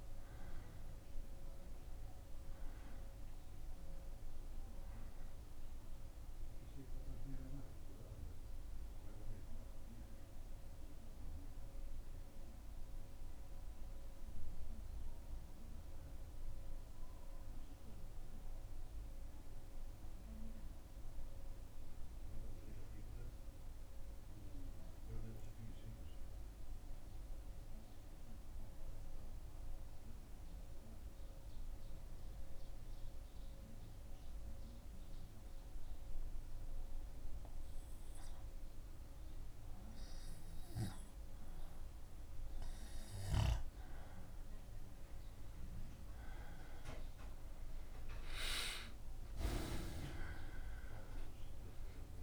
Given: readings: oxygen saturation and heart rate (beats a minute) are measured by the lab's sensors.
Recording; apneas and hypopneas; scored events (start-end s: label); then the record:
breathing in sleep by a room microphone; 1
12.50-41.00 s: mixed apnea (oxygen 95% before, 92% lowest, heart rate 77 before, 74 extreme, up 0 after)
45.50-51.00 s: arousal
From the record:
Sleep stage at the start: N2 (light sleep); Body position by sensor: on the back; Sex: male